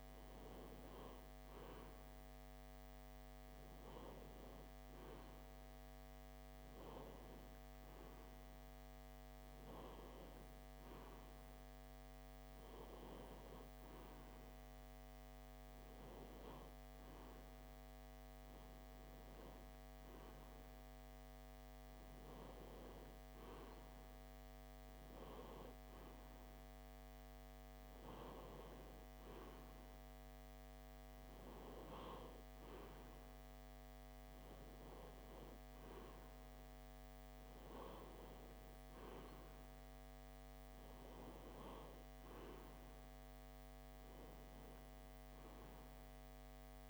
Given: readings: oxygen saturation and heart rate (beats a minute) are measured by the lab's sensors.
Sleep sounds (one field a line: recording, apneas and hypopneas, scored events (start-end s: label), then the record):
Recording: breathing in sleep by a microphone on the trachea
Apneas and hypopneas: none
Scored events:
none scored
From the record:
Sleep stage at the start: N3 (deep sleep)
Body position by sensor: on the left side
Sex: male